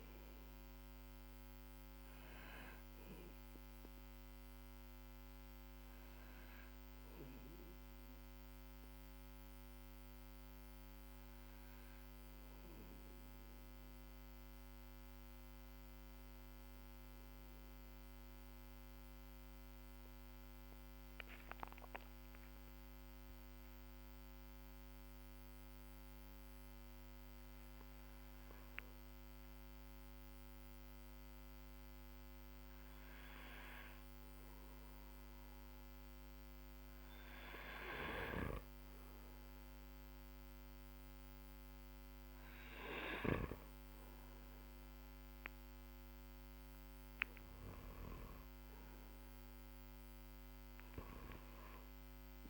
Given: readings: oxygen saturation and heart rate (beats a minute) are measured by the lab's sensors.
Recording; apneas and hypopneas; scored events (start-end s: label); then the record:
breathing in sleep, hard to hear, by a microphone on the trachea; 1
0.00-20.50 s: oxygen desaturation (device-marked, oxygen 92% lowest, heart rate 45 extreme)
6.00-26.00 s: obstructive apnea (oxygen 96% before, 92% lowest, heart rate 45 before, 46 extreme, up 16 after)
28.00-32.00 s: arousal
49.00-52.50 s: arousal
51.50-52.50 s: oxygen desaturation (device-marked, oxygen 98% before, 95% lowest, heart rate 52 before, 40 extreme)
From the record:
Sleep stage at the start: N2 (light sleep); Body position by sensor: on the back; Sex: male